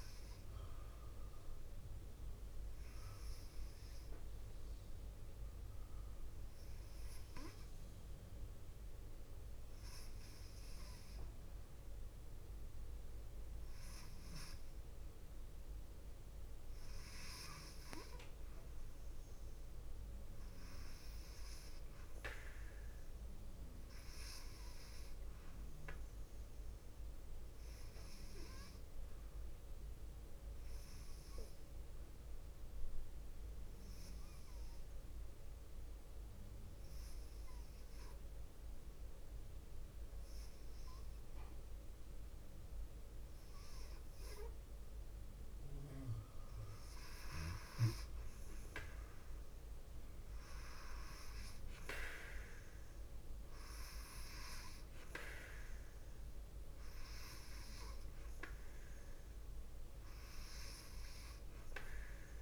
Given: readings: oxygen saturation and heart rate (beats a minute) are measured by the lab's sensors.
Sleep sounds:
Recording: breathing in sleep by a room microphone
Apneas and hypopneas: 1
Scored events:
33.50-46.00 s: hypopnea (oxygen 95% before, 92% lowest, heart rate 54 before, 52 extreme, up 4 after)
49.00-52.50 s: arousal
From the record:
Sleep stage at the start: N2 (light sleep)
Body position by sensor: on the left side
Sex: female

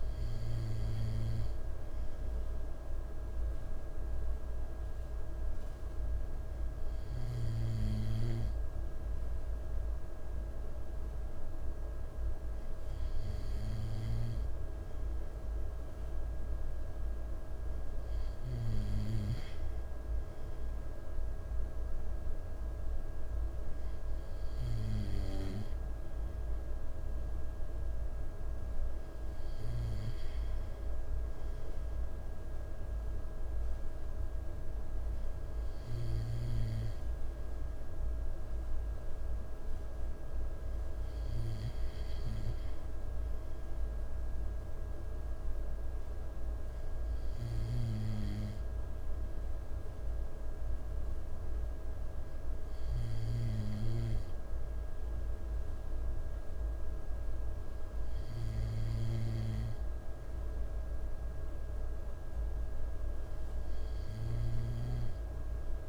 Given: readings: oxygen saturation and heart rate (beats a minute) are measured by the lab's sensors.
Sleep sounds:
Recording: breathing in sleep by a room microphone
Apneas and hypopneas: none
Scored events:
47.00-64.50 s: snoring (device-marked)
From the record:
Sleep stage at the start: N2 (light sleep)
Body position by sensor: on the right side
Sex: male

